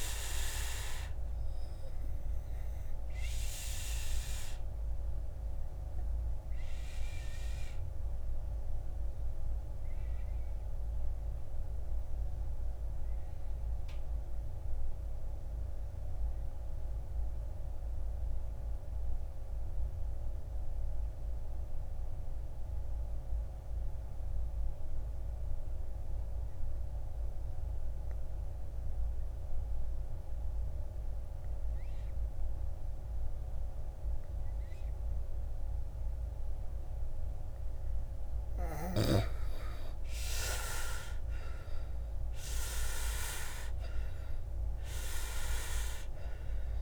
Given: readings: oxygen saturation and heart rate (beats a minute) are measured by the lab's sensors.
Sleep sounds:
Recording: breathing in sleep by a room microphone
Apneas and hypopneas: 1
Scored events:
4.00-37.00 s: obstructive apnea (oxygen 100% before, 75% lowest, heart rate 58 before, 52 extreme, up 7 after)
14.50-25.50 s: oxygen desaturation (device-marked, oxygen 97% before, 90% lowest, heart rate 60 before, 58 extreme)
40.00-45.00 s: arousal
42.50-46.82 s: oxygen desaturation (device-marked, oxygen 95% before, 75% lowest, heart rate 64 before, 52 extreme)
From the record:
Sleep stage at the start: N2 (light sleep)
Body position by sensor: on the back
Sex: male

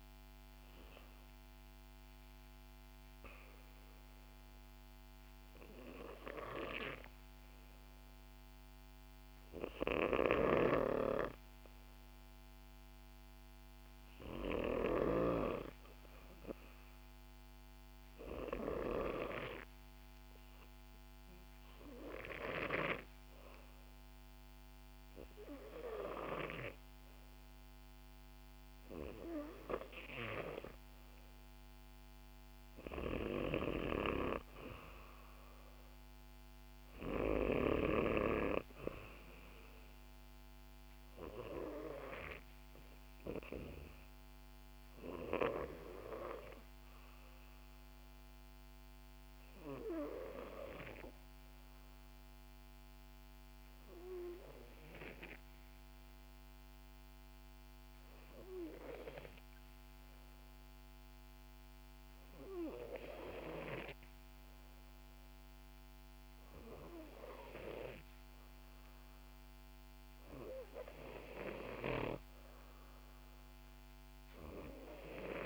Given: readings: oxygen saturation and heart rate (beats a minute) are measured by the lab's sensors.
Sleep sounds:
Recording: breathing in sleep by a microphone on the trachea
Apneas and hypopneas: 2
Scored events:
0.00-2.50 s: oxygen desaturation (device-marked, oxygen 89% lowest, heart rate 62 extreme)
4.00-27.50 s: hypopnea (oxygen 95% before, 90% lowest, heart rate 66 before, 64 extreme, up 0 after)
10.00-15.50 s: snoring (device-marked)
31.00-35.50 s: arousal
33.50-38.00 s: snoring (device-marked)
47.50-64.00 s: obstructive apnea (oxygen 94% before, 90% lowest, heart rate 66 before, 61 extreme, up 5 after)
67.50-75.46 s: oxygen desaturation (device-marked, oxygen 95% before, 90% lowest, heart rate 63 before, 63 extreme)
From the record:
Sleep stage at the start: N2 (light sleep)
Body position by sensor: on the back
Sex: female

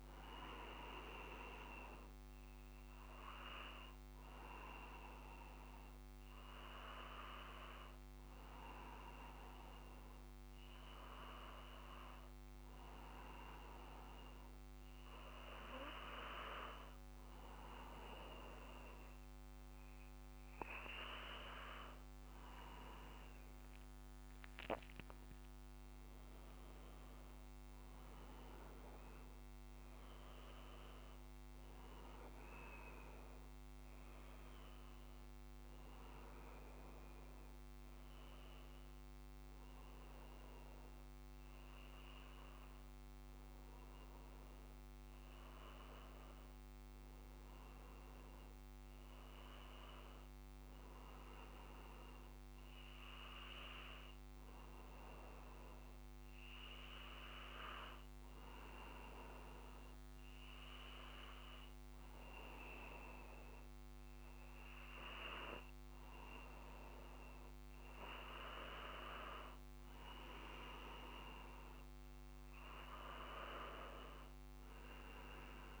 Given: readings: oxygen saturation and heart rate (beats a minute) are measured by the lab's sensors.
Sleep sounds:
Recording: breathing in sleep by a microphone on the trachea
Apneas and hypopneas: none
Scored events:
none scored
From the record:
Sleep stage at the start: N2 (light sleep)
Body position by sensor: on the back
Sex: male

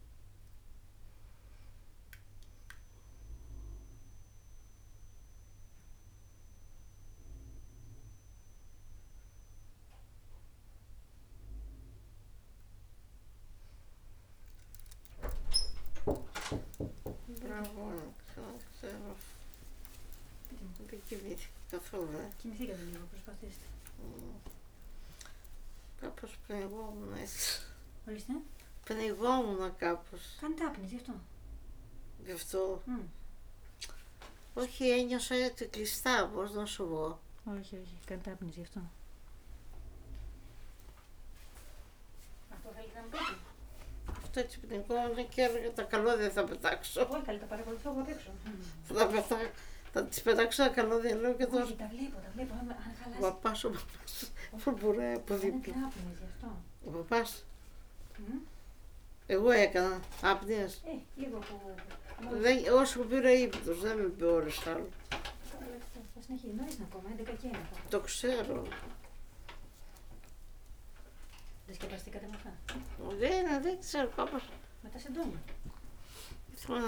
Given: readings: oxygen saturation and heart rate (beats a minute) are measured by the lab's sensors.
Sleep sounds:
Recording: a person awake in a sleep study, by a room microphone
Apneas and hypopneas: none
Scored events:
32.00-36.50 s: snoring (device-marked)
34.00-46.00 s: oxygen desaturation (device-marked, oxygen 99% before, 96% lowest, heart rate 95 before, 94 extreme)
53.00-64.00 s: snoring (device-marked)
68.00-76.87 s: tachycardia (device-marked, heart rate 95 before, 127 extreme)
From the record:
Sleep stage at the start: awake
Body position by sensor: on the back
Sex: female

